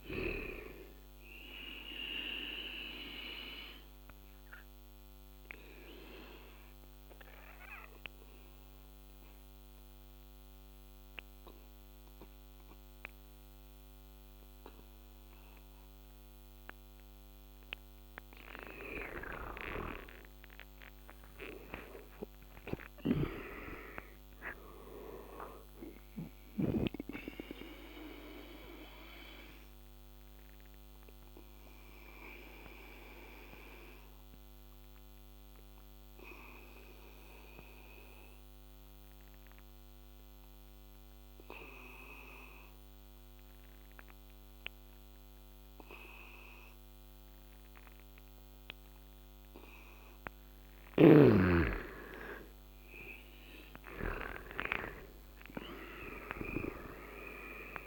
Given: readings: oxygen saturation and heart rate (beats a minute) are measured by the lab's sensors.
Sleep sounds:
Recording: breathing in sleep by a microphone on the trachea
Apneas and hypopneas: 2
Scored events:
2.50-27.50 s: oxygen desaturation (device-marked, oxygen 98% before, 92% lowest, heart rate 74 before, 69 extreme)
5.00-17.50 s: obstructive apnea (oxygen 98% before, 92% lowest, heart rate 75 before, 74 extreme, up 7 after)
19.00-22.50 s: arousal
19.00-26.50 s: snoring (device-marked)
27.00-49.00 s: obstructive apnea (oxygen 98% before, 88% lowest, heart rate 81 before, 69 extreme, up 55 after)
51.50-56.00 s: arousal
53.50-55.50 s: long interval between heartbeats (device-marked, heart rate 74 before, 115 extreme)
54.50-57.87 s: oxygen desaturation (device-marked, oxygen 98% before, 92% lowest, heart rate 76 before, 69 extreme)
From the record:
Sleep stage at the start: N2 (light sleep)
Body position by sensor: on the back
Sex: male

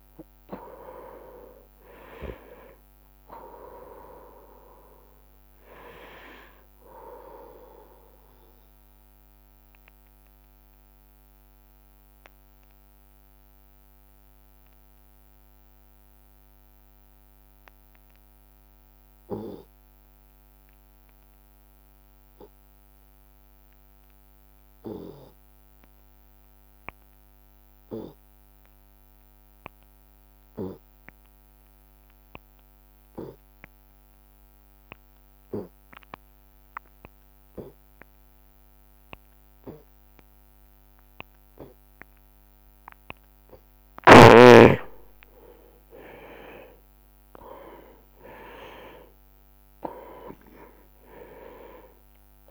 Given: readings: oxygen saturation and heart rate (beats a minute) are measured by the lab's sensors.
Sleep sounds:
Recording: breathing in sleep by a microphone on the trachea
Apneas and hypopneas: 1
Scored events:
0.00-11.50 s: oxygen desaturation (device-marked, oxygen 93% lowest)
11.00-44.00 s: obstructive apnea (oxygen 99% before, 87% lowest)
17.50-30.50 s: oxygen desaturation (device-marked, oxygen 95% before, 87% lowest)
42.50-52.50 s: oxygen desaturation (device-marked, oxygen 99% before, 92% lowest)
47.50-52.50 s: arousal
From the record:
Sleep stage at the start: N2 (light sleep)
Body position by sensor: on the right side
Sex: male

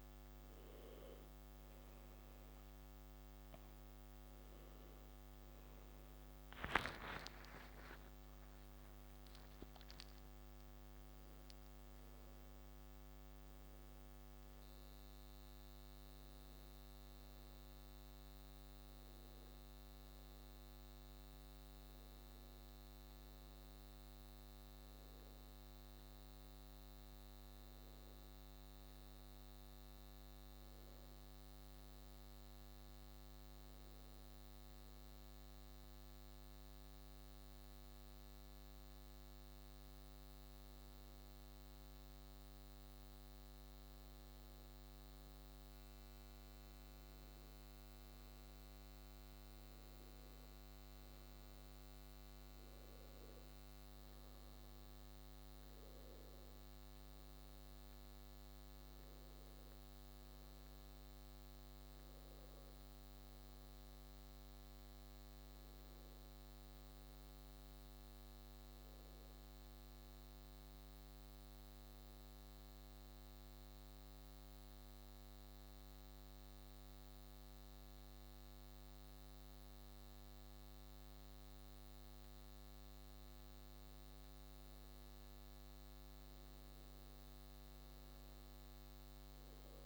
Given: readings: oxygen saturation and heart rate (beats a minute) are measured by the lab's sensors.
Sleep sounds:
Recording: a person partly awake in a sleep study, hard to hear, by a microphone on the trachea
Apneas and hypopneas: 2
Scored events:
18.00-78.00 s: new sleep stage, N1 (lightest sleep)
35.00-46.00 s: hypopnea (oxygen 98% before, 95% lowest)
54.00-59.00 s: arousal
72.50-84.00 s: mixed apnea (oxygen 97% before, 94% lowest)
78.00-89.86 s: new sleep stage, N2 (light sleep)
85.50-89.86 s: arousal
From the record:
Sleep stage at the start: awake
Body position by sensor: on the back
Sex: male

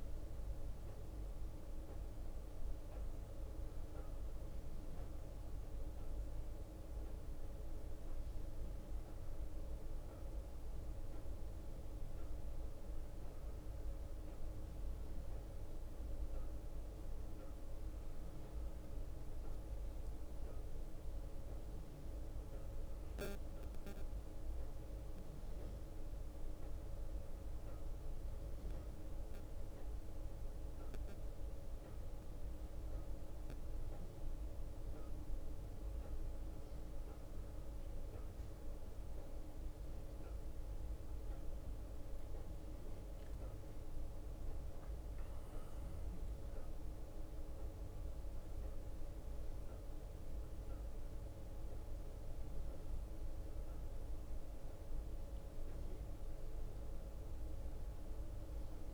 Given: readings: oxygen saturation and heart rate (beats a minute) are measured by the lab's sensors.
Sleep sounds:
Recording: breathing in sleep, hard to hear, by a room microphone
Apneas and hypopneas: none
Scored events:
0.00-1.50 s: arousal
39.50-52.50 s: drop in pulse transit time (device-marked, heart rate 60 before, 60 extreme)
From the record:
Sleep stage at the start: N1 (lightest sleep)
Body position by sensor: on the right side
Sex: male

